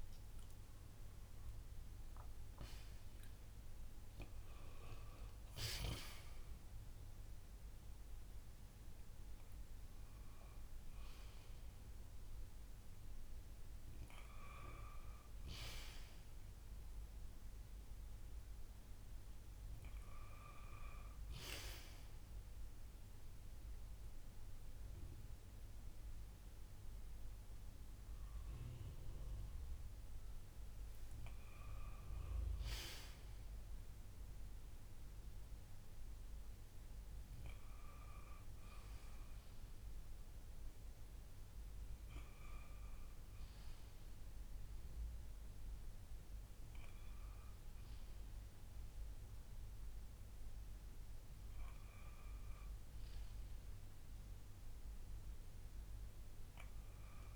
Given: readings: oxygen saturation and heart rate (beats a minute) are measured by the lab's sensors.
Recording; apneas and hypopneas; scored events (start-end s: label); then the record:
breathing in sleep by a room microphone; none
0.00-1.50 s: arousal
From the record:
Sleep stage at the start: N1 (lightest sleep); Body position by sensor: on the back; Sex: male